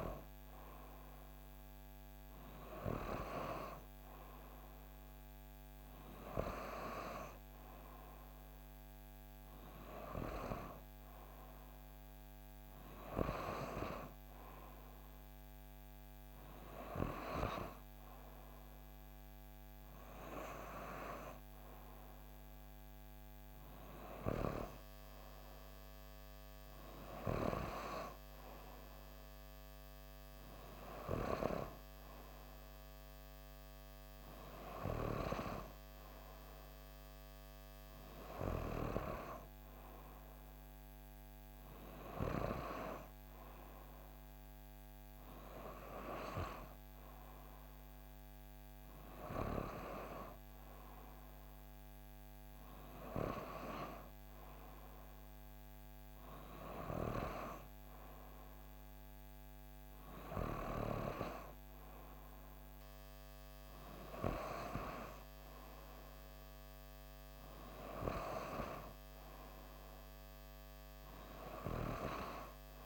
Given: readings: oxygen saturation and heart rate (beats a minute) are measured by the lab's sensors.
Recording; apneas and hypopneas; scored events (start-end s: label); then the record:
breathing in sleep by a microphone on the trachea; none
none scored
From the record:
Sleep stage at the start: N3 (deep sleep); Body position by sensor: on the back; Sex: female